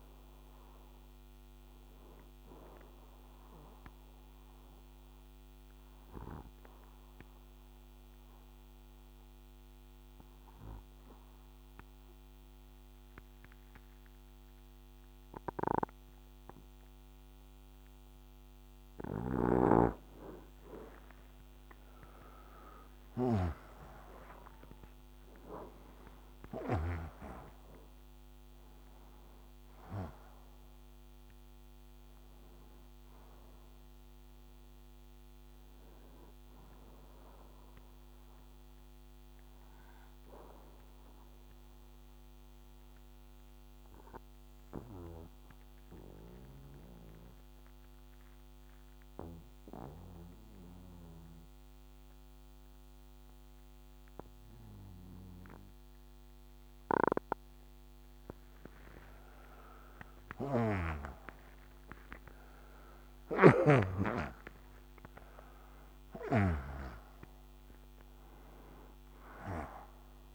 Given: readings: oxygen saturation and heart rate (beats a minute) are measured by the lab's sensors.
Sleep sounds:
breathing in sleep by a microphone on the trachea; 2
0.00-4.50 s: oxygen desaturation (device-marked, oxygen 91% lowest, heart rate 62 extreme)
2.00-18.00 s: obstructive apnea (oxygen 95% before, 91% lowest, heart rate 67 before, 61 extreme, up 17 after)
22.00-27.50 s: arousal
24.50-50.50 s: oxygen desaturation (device-marked, oxygen 96% before, 91% lowest, heart rate 64 before, 61 extreme)
40.50-58.50 s: obstructive apnea (oxygen 97% before, 91% lowest, heart rate 68 before, 61 extreme, up 0 after)
60.00-65.00 s: arousal
62.50-70.35 s: oxygen desaturation (device-marked, oxygen 97% before, 91% lowest, heart rate 62 before, 62 extreme)
From the record:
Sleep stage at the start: N2 (light sleep); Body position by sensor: on the right side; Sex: male

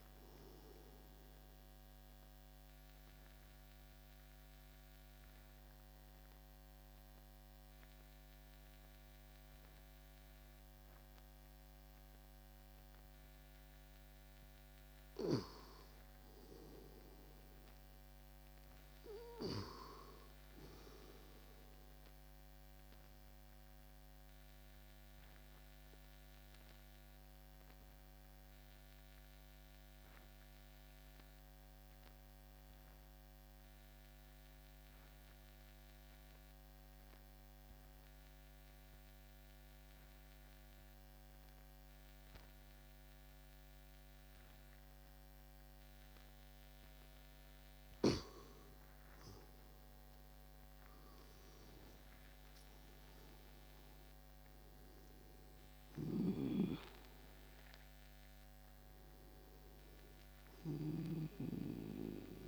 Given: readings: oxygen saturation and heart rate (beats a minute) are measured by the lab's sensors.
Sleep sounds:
breathing in sleep by a microphone on the trachea; 2
1.50-14.50 s: obstructive apnea (oxygen 98% before, 90% lowest, heart rate 62 before, 49 extreme, up 29 after)
17.00-20.50 s: arousal
24.50-46.50 s: obstructive apnea (oxygen 99% before, 90% lowest)
48.50-52.00 s: arousal
54.50-62.48 s: oxygen desaturation (device-marked, oxygen 98% before, 90% lowest)
From the record:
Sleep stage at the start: REM sleep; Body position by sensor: on the back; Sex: male

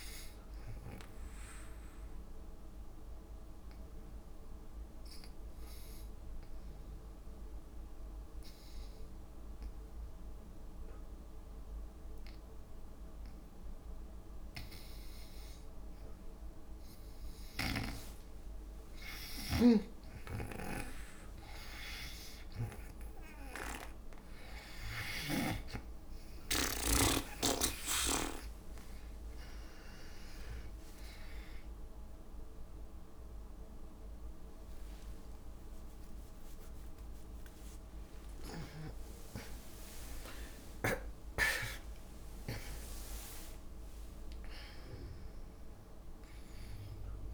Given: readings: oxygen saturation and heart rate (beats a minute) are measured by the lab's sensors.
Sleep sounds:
a person awake in a sleep study, by a room microphone; 1
0.00-6.00 s: oxygen desaturation (device-marked, oxygen 86% lowest, heart rate 62 extreme)
3.00-16.50 s: obstructive apnea (oxygen 95% before, 84% lowest, heart rate 71 before, 64 extreme, up 8 after)
17.00-47.00 s: new sleep stage, awake
17.50-25.50 s: snoring (device-marked)
18.00-47.34 s: oxygen desaturation (device-marked, oxygen 97% before, 84% lowest, heart rate 65 before, 61 extreme)
29.50-31.50 s: long interval between heartbeats (device-marked, heart rate 68 before, 80 extreme)
37.00-39.00 s: long interval between heartbeats (device-marked, heart rate 75 before, 89 extreme)
47.00-47.34 s: new sleep stage, N2 (light sleep)
From the record:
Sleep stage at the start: N2 (light sleep); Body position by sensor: on the back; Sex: female

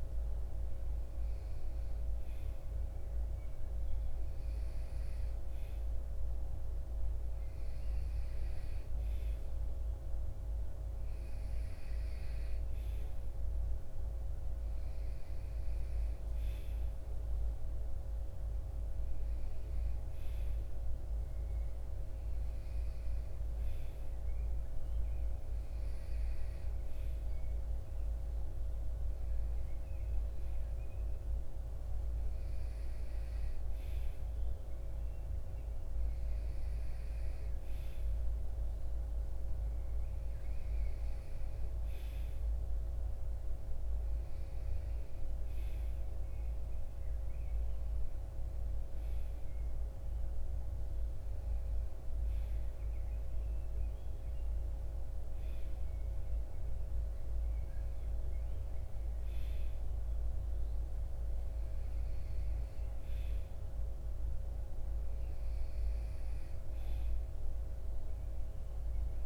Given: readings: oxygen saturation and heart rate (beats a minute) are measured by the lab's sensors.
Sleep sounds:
breathing in sleep, hard to hear, by a room microphone; none
none scored
From the record:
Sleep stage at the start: REM sleep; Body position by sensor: on the right side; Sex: male

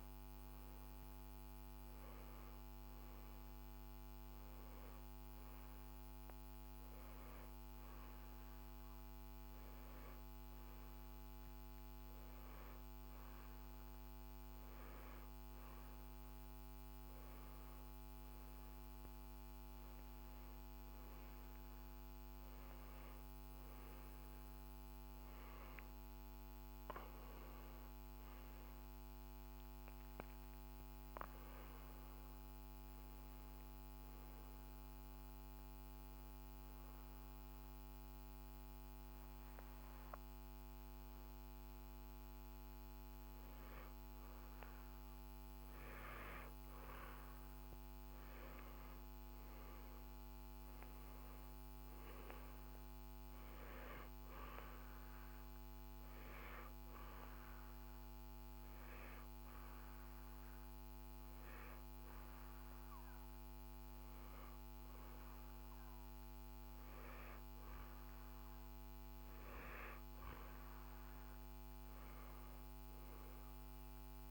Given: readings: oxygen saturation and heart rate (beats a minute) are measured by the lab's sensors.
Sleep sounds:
breathing in sleep, hard to hear, by a microphone on the trachea; 2
36.00-46.50 s: obstructive apnea (oxygen 94% before, 91% lowest, heart rate 68 before, 57 extreme, up 7 after)
49.50-53.00 s: arousal
51.00-65.00 s: oxygen desaturation (device-marked, oxygen 95% before, 92% lowest, heart rate 66 before, 57 extreme)
57.50-69.50 s: hypopnea (oxygen 95% before, 91% lowest, heart rate 63 before, 60 extreme, up 5 after)
72.50-74.31 s: arousal
From the record:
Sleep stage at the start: N2 (light sleep); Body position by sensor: on the back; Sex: male

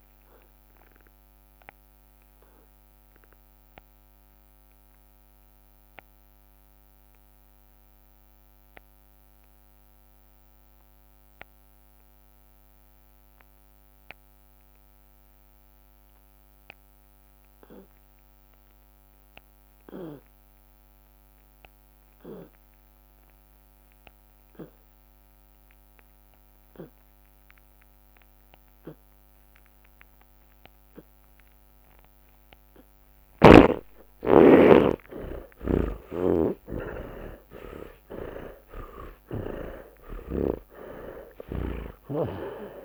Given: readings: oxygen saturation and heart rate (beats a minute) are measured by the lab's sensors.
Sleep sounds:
breathing in sleep by a microphone on the trachea; 1
0.00-20.50 s: tachycardia (device-marked, heart rate 186 extreme)
2.50-31.00 s: obstructive apnea (oxygen 96% before, 66% lowest)
34.50-40.00 s: arousal
35.00-37.00 s: long interval between heartbeats (device-marked)
35.50-39.50 s: snoring (device-marked)
41.50-42.85 s: snoring (device-marked)
From the record:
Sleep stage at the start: N2 (light sleep); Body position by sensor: on the back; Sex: male

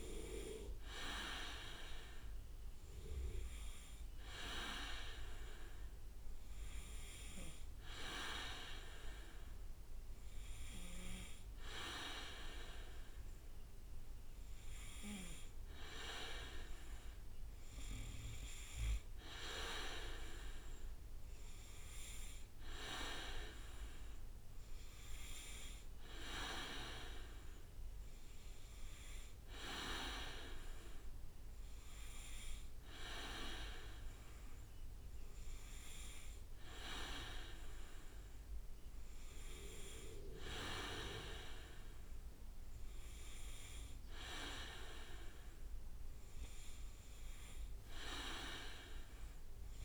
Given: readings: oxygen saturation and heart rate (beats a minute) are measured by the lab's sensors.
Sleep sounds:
breathing in sleep by a room microphone; none
20.50-23.50 s: leg movement (device-marked)
From the record:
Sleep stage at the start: N2 (light sleep); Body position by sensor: on the back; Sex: male

